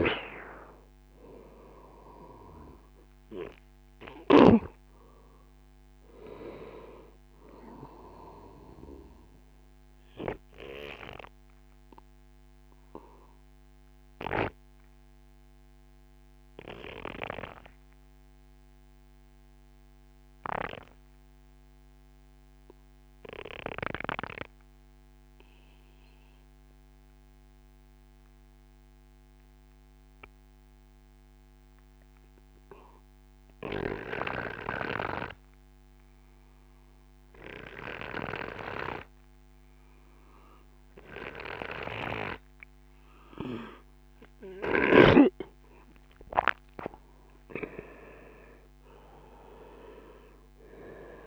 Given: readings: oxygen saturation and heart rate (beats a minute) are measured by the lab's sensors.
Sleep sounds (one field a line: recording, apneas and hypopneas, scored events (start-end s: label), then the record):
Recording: breathing in sleep by a microphone on the trachea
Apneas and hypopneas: 1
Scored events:
0.00-4.50 s: snoring (device-marked)
11.00-43.50 s: obstructive apnea (oxygen 97% before, 93% lowest, heart rate 54 before, 46 extreme, up 18 after)
45.50-50.50 s: arousal
From the record:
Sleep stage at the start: N2 (light sleep)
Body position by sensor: on the right side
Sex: male